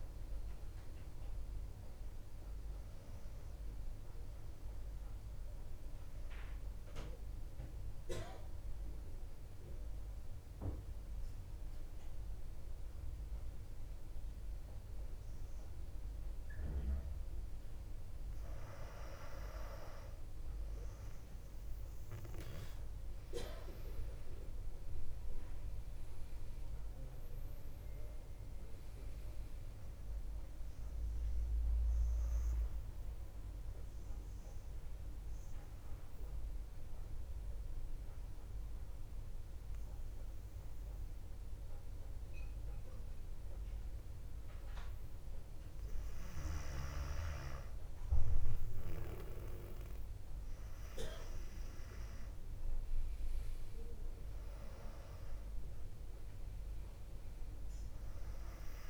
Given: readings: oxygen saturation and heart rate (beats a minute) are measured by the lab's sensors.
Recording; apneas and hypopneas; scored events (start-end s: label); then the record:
breathing in sleep by a room microphone; 2
0.00-17.50 s: oxygen desaturation (device-marked, oxygen 95% lowest, heart rate 57 extreme)
2.50-58.90 s: new sleep stage, N2 (light sleep)
5.00-18.00 s: mixed apnea (oxygen 100% before, 95% lowest, heart rate 62 before, 57 extreme, up 4 after)
23.50-27.50 s: arousal
27.50-40.50 s: oxygen desaturation (device-marked, oxygen 100% before, 95% lowest, heart rate 58 before, 58 extreme)
32.50-46.00 s: mixed apnea (oxygen 100% before, 95% lowest, heart rate 59 before, 56 extreme, up 4 after)
49.50-53.50 s: arousal
52.50-58.90 s: oxygen desaturation (device-marked, oxygen 99% before, 95% lowest, heart rate 59 before, 56 extreme)
From the record:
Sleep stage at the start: N1 (lightest sleep); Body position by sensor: on the back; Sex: female